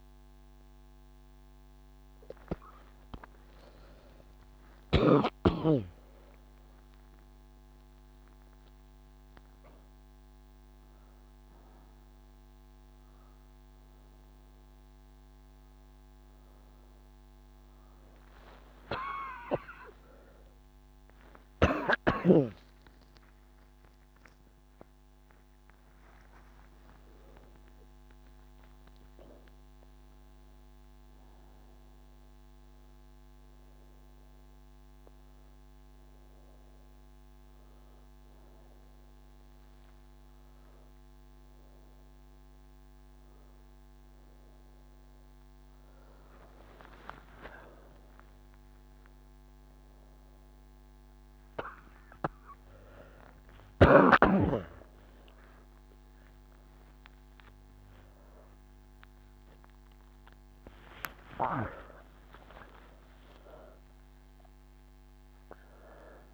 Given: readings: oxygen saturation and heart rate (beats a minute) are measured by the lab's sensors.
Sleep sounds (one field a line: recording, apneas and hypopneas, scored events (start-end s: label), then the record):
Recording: breathing in sleep by a microphone on the trachea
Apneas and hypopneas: none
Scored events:
none scored
From the record:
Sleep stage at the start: N3 (deep sleep)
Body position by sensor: on the right side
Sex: female